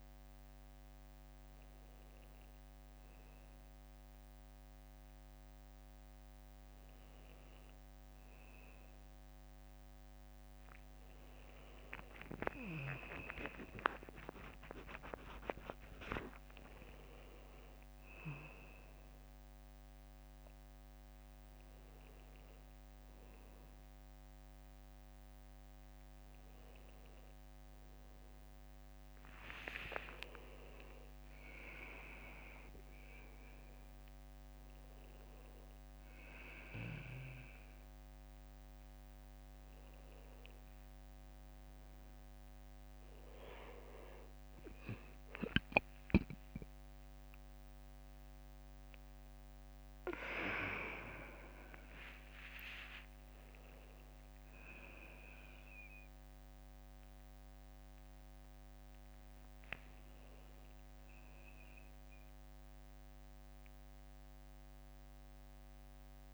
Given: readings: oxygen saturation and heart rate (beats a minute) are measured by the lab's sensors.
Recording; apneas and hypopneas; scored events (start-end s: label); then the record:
a person awake in a sleep study, by a microphone on the trachea; none
22.00-38.00 s: drop in pulse transit time (device-marked, heart rate 67 before, 66 extreme)
From the record:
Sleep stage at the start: awake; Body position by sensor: on the right side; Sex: male